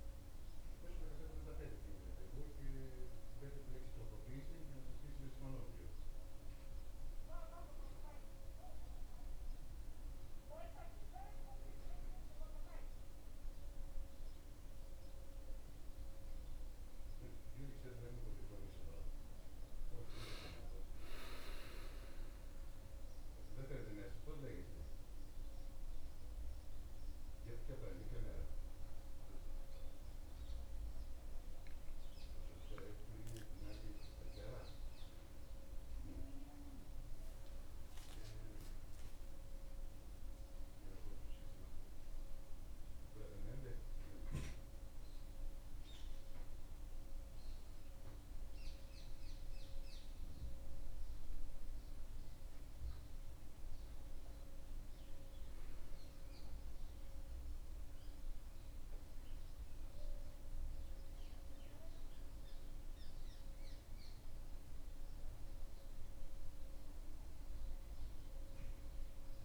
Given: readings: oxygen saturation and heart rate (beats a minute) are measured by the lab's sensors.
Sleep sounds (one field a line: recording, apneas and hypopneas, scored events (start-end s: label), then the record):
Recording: a person awake in a sleep study, by a room microphone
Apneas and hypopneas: none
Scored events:
none scored
From the record:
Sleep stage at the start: awake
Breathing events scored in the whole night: 114 in 3.4 hours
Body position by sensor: on the back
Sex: male